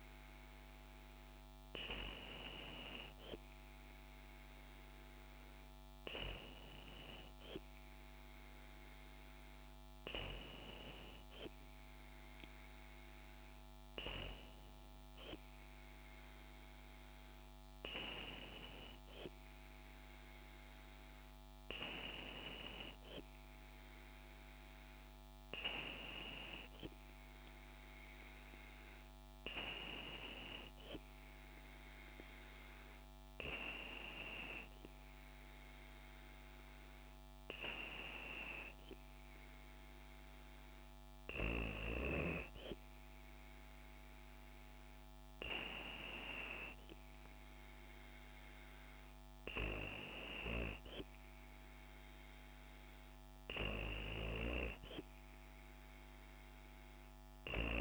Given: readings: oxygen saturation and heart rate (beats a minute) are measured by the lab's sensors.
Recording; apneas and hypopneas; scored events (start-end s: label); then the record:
breathing in sleep by a microphone on the trachea; none
none scored
From the record:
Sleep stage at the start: N2 (light sleep); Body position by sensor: on the back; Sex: female